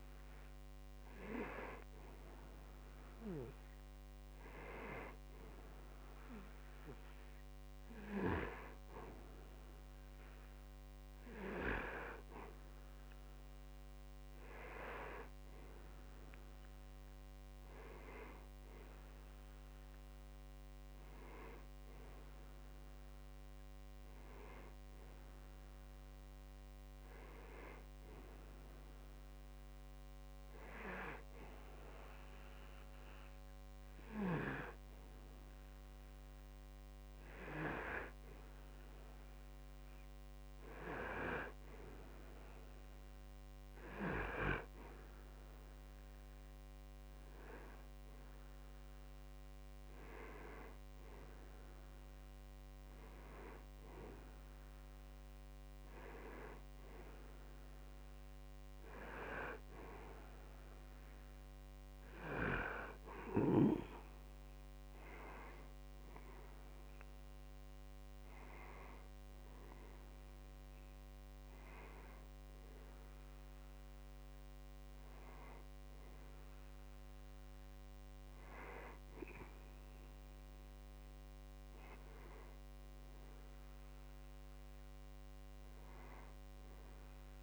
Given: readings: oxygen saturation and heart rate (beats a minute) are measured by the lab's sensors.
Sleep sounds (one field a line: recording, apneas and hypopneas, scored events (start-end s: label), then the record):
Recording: breathing in sleep by a microphone on the trachea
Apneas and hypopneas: none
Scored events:
14.50-19.00 s: arousal
From the record:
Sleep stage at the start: N2 (light sleep)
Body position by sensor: on the back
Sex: male